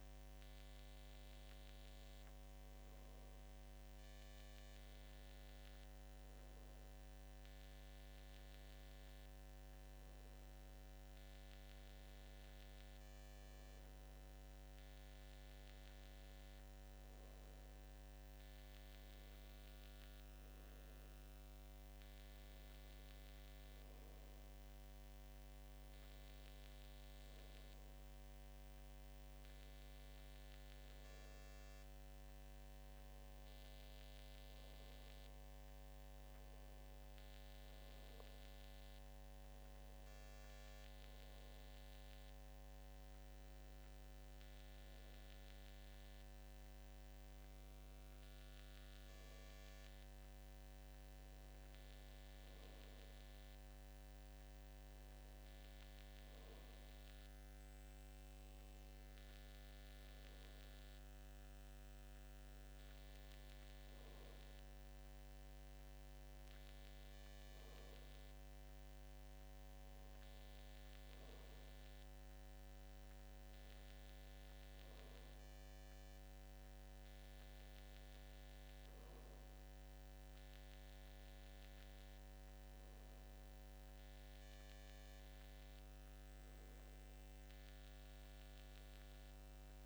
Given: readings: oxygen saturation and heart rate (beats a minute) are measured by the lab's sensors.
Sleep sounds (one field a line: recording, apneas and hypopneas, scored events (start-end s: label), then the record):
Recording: breathing in sleep, hard to hear, by a microphone on the trachea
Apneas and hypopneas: none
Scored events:
none scored
From the record:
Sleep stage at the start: N2 (light sleep)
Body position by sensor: on the back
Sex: male